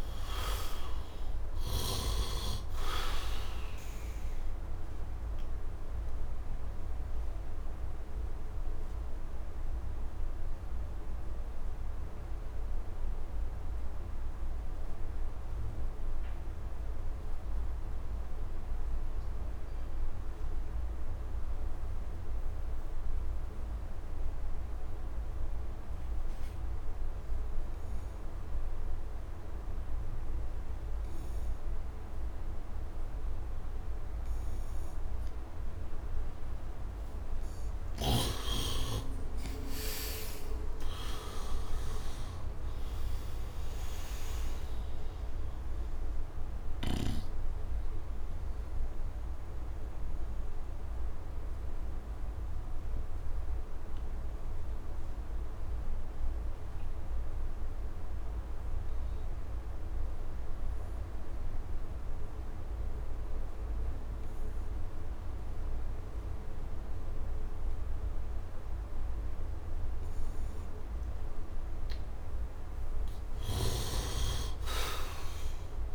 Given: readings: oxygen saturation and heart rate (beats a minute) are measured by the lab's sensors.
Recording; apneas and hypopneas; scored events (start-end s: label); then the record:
breathing in sleep by a room microphone; 2
0.00-2.00 s: snoring (device-marked)
0.00-24.00 s: oxygen desaturation (device-marked, oxygen 72% lowest, heart rate 57 extreme)
6.00-36.50 s: obstructive apnea (oxygen 100% before, 72% lowest, heart rate 83 before, 57 extreme, up 18 after)
7.00-12.00 s: bradycardia (device-marked, heart rate 78 before, 57 extreme)
26.00-67.00 s: oxygen desaturation (device-marked, oxygen 100% before, 72% lowest, heart rate 67 before, 62 extreme)
38.00-42.50 s: arousal
45.50-71.50 s: obstructive apnea (oxygen 100% before, 72% lowest, heart rate 81 before, 62 extreme, up 11 after)
72.00-75.95 s: oxygen desaturation (device-marked, oxygen 98% before, 73% lowest, heart rate 72 before, 62 extreme)
73.00-75.95 s: snoring (device-marked)
73.50-75.95 s: arousal
From the record:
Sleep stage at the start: N2 (light sleep); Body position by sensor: on the right side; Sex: male